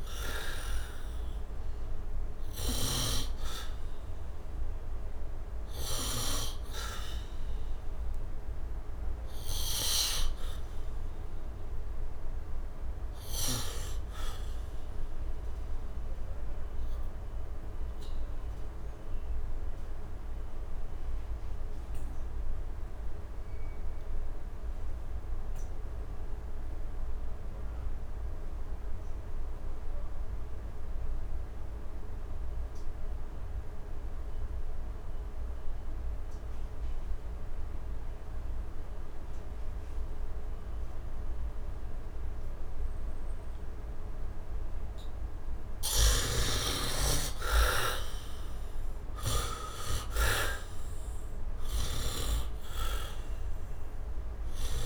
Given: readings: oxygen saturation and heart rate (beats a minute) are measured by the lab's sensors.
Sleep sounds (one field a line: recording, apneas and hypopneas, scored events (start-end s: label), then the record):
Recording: breathing in sleep by a room microphone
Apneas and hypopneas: 1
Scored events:
0.00-3.00 s: snoring (device-marked)
0.00-16.50 s: oxygen desaturation (device-marked, oxygen 63% lowest, heart rate 70 extreme)
8.50-45.50 s: obstructive apnea (oxygen 91% before, 64% lowest, heart rate 84 before, 68 extreme, up 9 after)
33.50-54.86 s: oxygen desaturation (device-marked, oxygen 99% before, 65% lowest, heart rate 74 before, 68 extreme)
45.50-49.50 s: arousal
From the record:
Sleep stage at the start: N2 (light sleep)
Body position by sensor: on the back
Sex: male